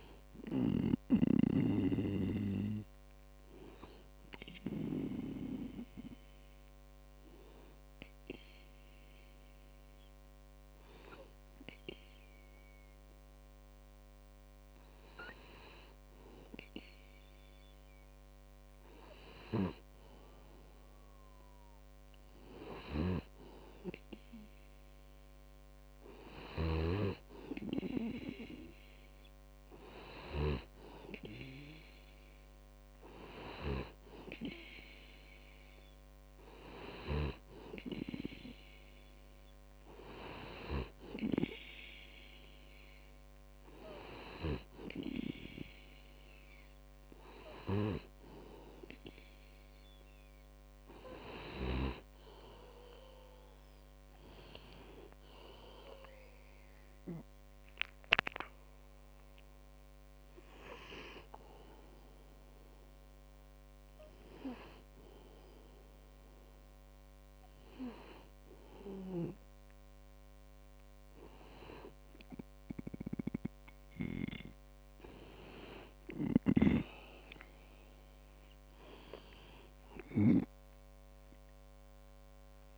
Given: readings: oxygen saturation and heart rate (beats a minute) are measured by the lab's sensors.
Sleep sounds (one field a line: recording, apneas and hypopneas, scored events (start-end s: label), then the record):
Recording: breathing in sleep by a microphone on the trachea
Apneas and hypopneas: 2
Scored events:
2.50-17.50 s: hypopnea (oxygen 97% before, 95% lowest, heart rate 56 before, 45 extreme, up 4 after)
20.50-24.50 s: arousal
54.50-58.00 s: arousal
63.50-75.50 s: hypopnea (oxygen 97% before, 96% lowest, heart rate 50 before, 42 extreme, up 4 after)
79.50-82.00 s: arousal
From the record:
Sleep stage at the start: N2 (light sleep)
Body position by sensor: on the back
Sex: male